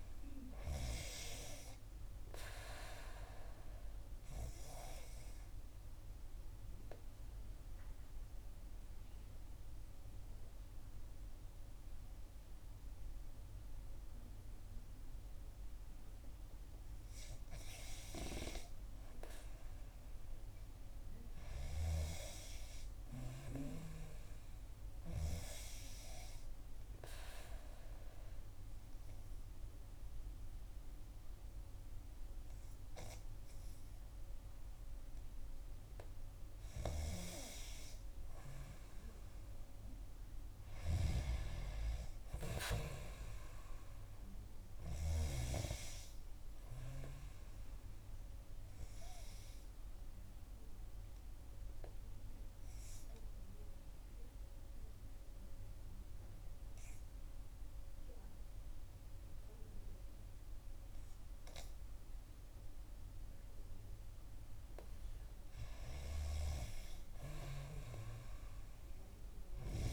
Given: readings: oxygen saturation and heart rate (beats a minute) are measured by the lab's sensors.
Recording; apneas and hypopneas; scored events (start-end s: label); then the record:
breathing in sleep by a room microphone; 3
3.50-15.50 s: obstructive apnea (oxygen 95% before, 91% lowest, heart rate 61 before, 59 extreme, up 2 after)
17.50-19.50 s: arousal
26.00-36.00 s: obstructive apnea (oxygen 95% before, 92% lowest, heart rate 61 before, 55 extreme, up 3 after)
38.00-40.00 s: long interval between heartbeats (device-marked, heart rate 61 before, 59 extreme)
40.00-44.00 s: arousal
50.00-63.50 s: obstructive apnea (oxygen 95% before, 92% lowest, heart rate 60 before, 58 extreme, up 3 after)
65.50-68.50 s: arousal
From the record:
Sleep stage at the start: N2 (light sleep); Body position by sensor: on the back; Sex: female